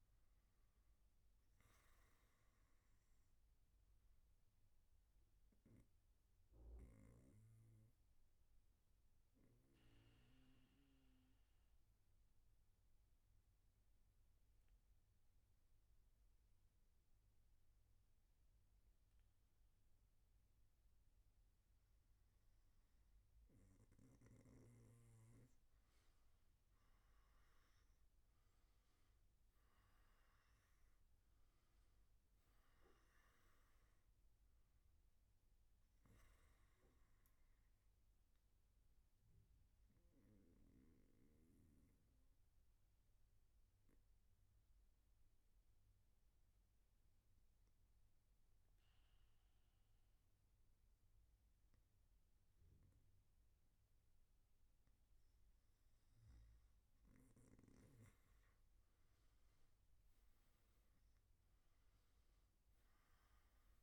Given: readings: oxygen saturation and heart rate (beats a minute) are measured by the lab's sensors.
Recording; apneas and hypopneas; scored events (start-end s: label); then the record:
breathing in sleep, hard to hear, by a room microphone; 2
5.00-23.00 s: obstructive apnea (oxygen 96% before, 93% lowest, heart rate 118 before, 108 extreme, up 12 after)
40.00-56.00 s: obstructive apnea (oxygen 97% before, 94% lowest, heart rate 123 before, 113 extreme, up 12 after)
From the record:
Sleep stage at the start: N3 (deep sleep); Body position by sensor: on the back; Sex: male